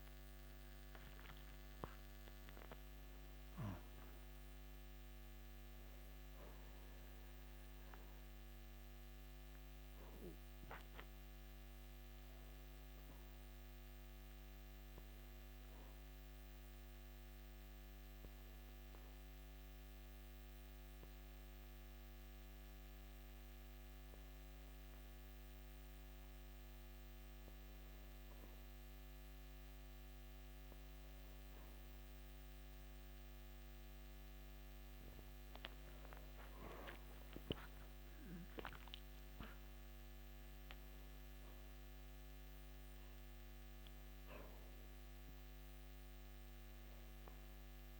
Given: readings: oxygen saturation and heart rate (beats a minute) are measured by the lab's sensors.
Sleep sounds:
a person partly awake in a sleep study, hard to hear, by a microphone on the trachea; 1
4.00-48.00 s: new sleep stage, N2 (light sleep)
16.50-29.00 s: hypopnea (oxygen 96% before, 93% lowest, heart rate 79 before, 54 extreme, up 4 after)
35.50-39.50 s: arousal
From the record:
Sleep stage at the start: awake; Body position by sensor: on the back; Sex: male

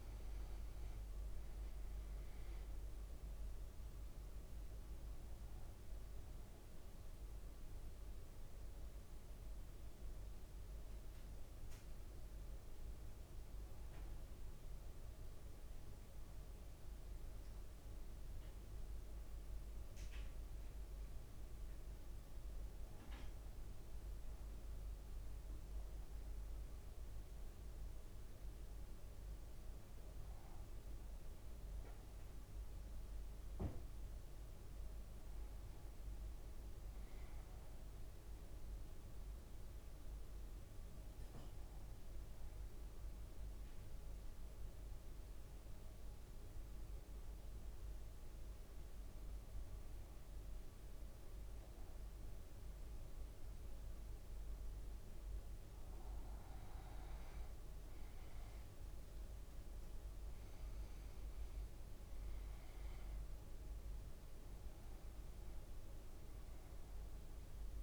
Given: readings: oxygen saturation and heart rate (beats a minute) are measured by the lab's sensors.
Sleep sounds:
breathing in sleep, hard to hear, by a room microphone; 1
0.00-4.00 s: arousal
3.50-19.50 s: oxygen desaturation (device-marked, oxygen 98% before, 95% lowest, heart rate 57 before, 55 extreme)
31.50-67.83 s: new sleep stage, N2 (light sleep)
32.00-37.00 s: arousal
41.50-55.00 s: obstructive apnea (oxygen 98% before, 94% lowest, heart rate 56 before, 53 extreme, up 4 after)
57.50-62.00 s: arousal
62.50-67.83 s: oxygen desaturation (device-marked, oxygen 97% before, 94% lowest, heart rate 57 before, 53 extreme)
From the record:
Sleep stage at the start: N1 (lightest sleep); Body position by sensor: on the back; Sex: male

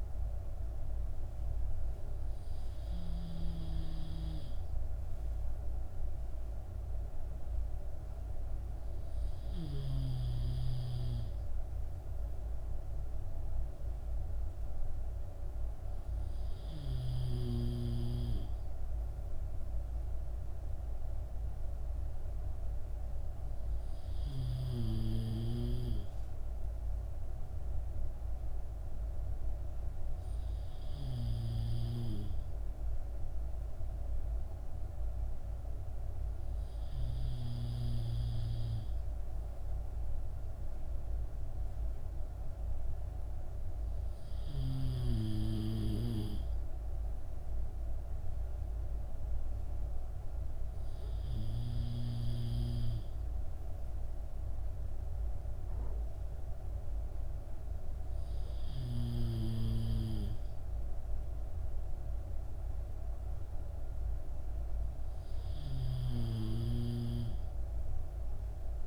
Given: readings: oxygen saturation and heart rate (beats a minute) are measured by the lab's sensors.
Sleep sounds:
breathing in sleep by a room microphone; none
none scored
From the record:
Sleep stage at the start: N3 (deep sleep); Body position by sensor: on the back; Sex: male

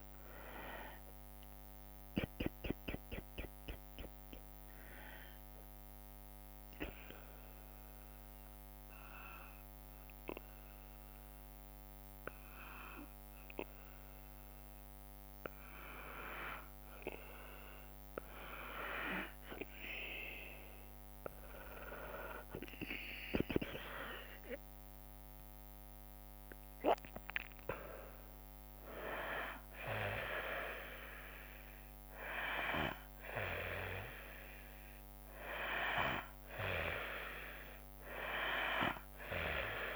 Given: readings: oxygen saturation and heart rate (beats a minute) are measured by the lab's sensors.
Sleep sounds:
breathing in sleep by a microphone on the trachea; 1
7.50-18.00 s: hypopnea (oxygen 97% before, 92% lowest, heart rate 73 before, 61 extreme, up 12 after)
21.00-32.00 s: drop in pulse transit time (device-marked, heart rate 65 before, 67 extreme)
22.00-38.00 s: oxygen desaturation (device-marked, oxygen 96% before, 92% lowest, heart rate 65 before, 61 extreme)
24.00-27.50 s: arousal
From the record:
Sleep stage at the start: N2 (light sleep); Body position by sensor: on the back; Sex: female

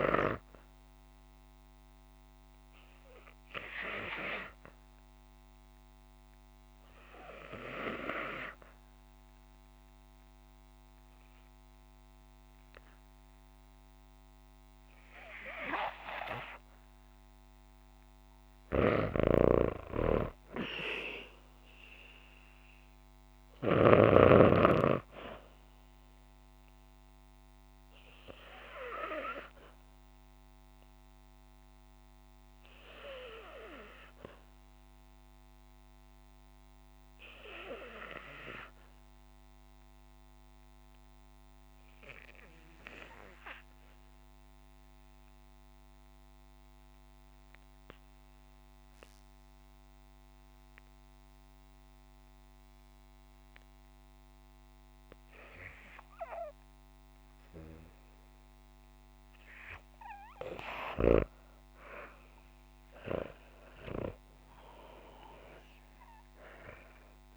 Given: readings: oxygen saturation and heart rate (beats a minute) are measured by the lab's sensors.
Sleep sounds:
breathing in sleep by a microphone on the trachea; 2
1.50-18.00 s: obstructive apnea (oxygen 96% before, 82% lowest, heart rate 59 before, 57 extreme, up 3 after)
4.00-10.00 s: oxygen desaturation (device-marked, oxygen 96% before, 92% lowest, heart rate 58 before, 57 extreme)
17.00-67.37 s: new sleep stage, REM sleep
18.50-23.50 s: snoring (device-marked)
20.00-23.00 s: arousal
21.00-41.00 s: oxygen desaturation (device-marked, oxygen 93% before, 90% lowest, heart rate 58 before, 55 extreme)
27.50-59.50 s: obstructive apnea (oxygen 96% before, 82% lowest, heart rate 58 before, 55 extreme, up 14 after)
54.00-67.37 s: oxygen desaturation (device-marked, oxygen 97% before, 82% lowest, heart rate 59 before, 51 extreme)
63.00-67.37 s: arousal
From the record:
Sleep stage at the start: N2 (light sleep); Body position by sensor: on the back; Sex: female

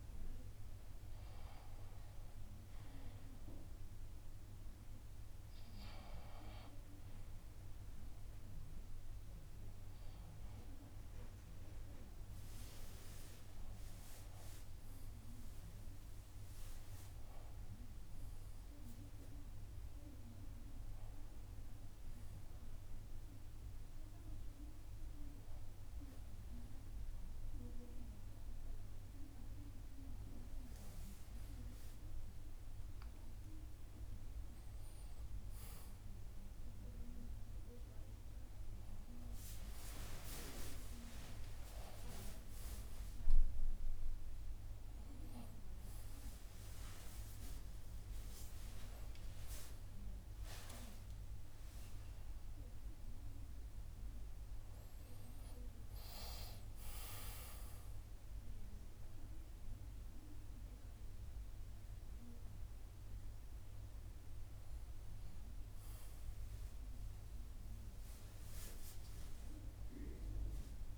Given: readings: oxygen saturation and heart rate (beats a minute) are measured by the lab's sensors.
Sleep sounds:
a person partly awake in a sleep study, by a room microphone; none
2.00-13.00 s: oxygen desaturation (device-marked, oxygen 94% before, 89% lowest)
12.00-42.00 s: new sleep stage, N1 (lightest sleep)
21.00-30.00 s: drop in pulse transit time (device-marked)
42.00-70.98 s: new sleep stage, awake
From the record:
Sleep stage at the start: N2 (light sleep); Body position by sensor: on the left side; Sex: male

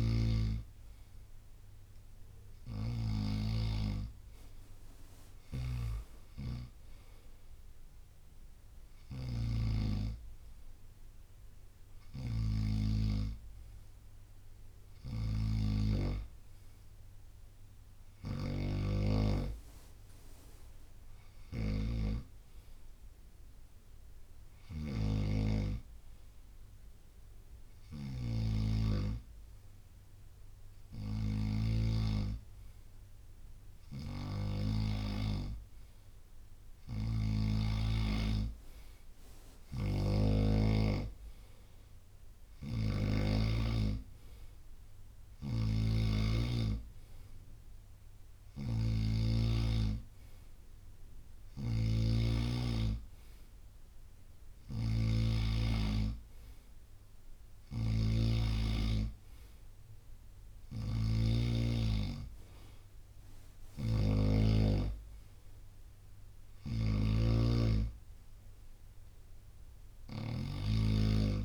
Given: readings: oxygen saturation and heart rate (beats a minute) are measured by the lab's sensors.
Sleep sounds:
breathing in sleep by a room microphone; none
4.50-12.50 s: drop in pulse transit time (device-marked, heart rate 65 before, 67 extreme)
21.00-43.00 s: snoring (device-marked)
45.00-71.45 s: snoring (device-marked)
From the record:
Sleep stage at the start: N2 (light sleep); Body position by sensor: on the right side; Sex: male

